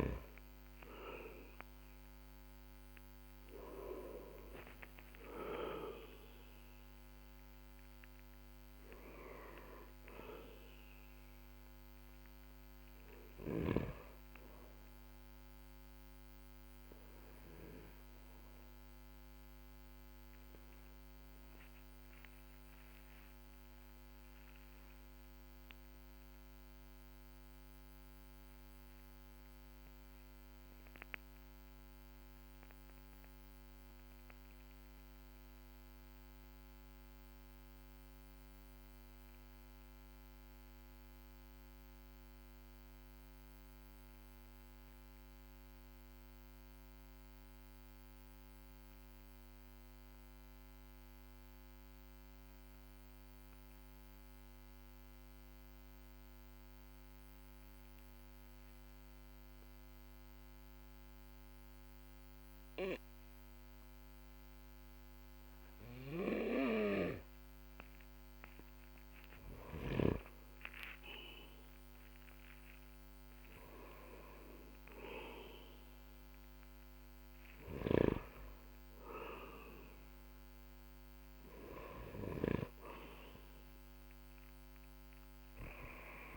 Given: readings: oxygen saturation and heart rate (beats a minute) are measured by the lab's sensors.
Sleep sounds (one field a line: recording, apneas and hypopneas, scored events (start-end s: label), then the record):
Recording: breathing in sleep by a microphone on the trachea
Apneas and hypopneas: 1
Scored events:
5.50-42.50 s: oxygen desaturation (device-marked, oxygen 96% before, 91% lowest, heart rate 53 before, 42 extreme)
21.50-68.00 s: mixed apnea (oxygen 96% before, 90% lowest, heart rate 46 before, 43 extreme, up 9 after)
61.50-80.50 s: oxygen desaturation (device-marked, oxygen 99% before, 94% lowest, heart rate 51 before, 47 extreme)
71.00-76.00 s: arousal
From the record:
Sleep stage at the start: N2 (light sleep)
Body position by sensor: on the back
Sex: male